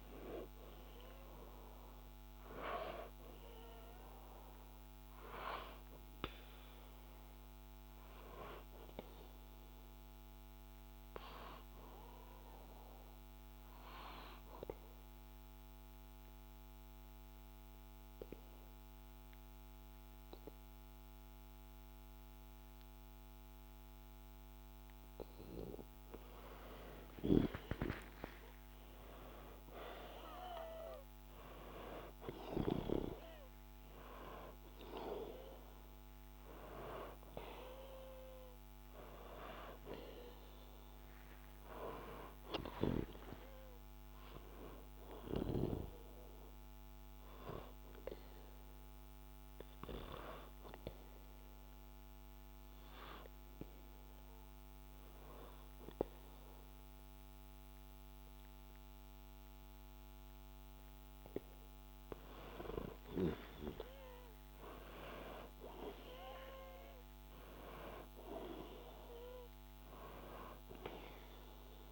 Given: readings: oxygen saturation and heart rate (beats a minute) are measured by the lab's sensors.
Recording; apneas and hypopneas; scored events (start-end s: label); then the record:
breathing in sleep by a microphone on the trachea; 2
10.00-25.50 s: obstructive apnea (oxygen 95% before, 93% lowest, heart rate 64 before, 58 extreme, up 1 after)
27.50-32.00 s: arousal
40.50-44.50 s: arousal
45.00-58.00 s: oxygen desaturation (device-marked, oxygen 98% before, 94% lowest, heart rate 61 before, 62 extreme)
47.00-60.00 s: hypopnea (oxygen 98% before, 93% lowest, heart rate 61 before, 62 extreme, up 0 after)
61.50-65.00 s: arousal
From the record:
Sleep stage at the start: N2 (light sleep); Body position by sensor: on the back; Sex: male